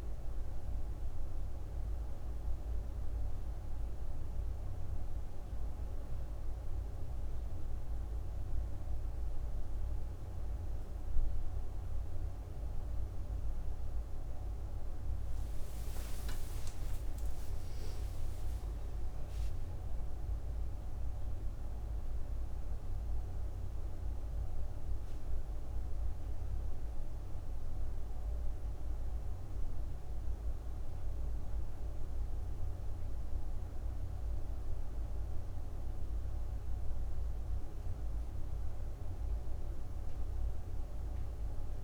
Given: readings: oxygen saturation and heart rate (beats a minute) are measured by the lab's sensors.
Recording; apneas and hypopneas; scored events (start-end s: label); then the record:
breathing in sleep, hard to hear, by a room microphone; none
16.00-20.50 s: arousal
From the record:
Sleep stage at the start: N1 (lightest sleep); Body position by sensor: on the right side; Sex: female